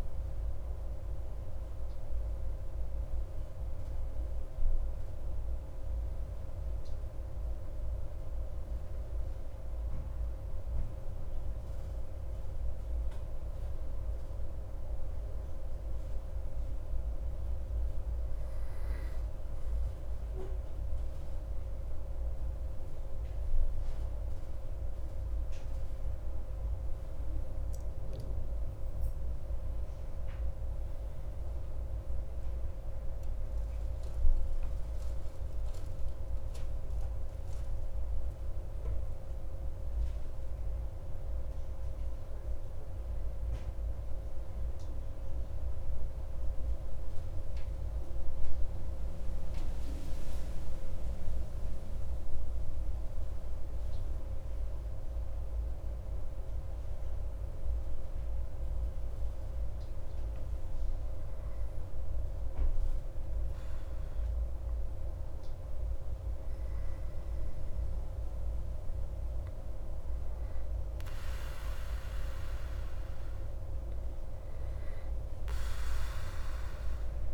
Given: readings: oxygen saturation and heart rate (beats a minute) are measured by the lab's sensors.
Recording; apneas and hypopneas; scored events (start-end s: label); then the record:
breathing in sleep, hard to hear, by a room microphone; 2
2.00-18.00 s: hypopnea (oxygen 97% before, 94% lowest)
22.00-25.50 s: arousal
41.00-56.00 s: hypopnea (oxygen 97% before, 94% lowest)
56.50-62.00 s: arousal
From the record:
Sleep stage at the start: N2 (light sleep); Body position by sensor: on the back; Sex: male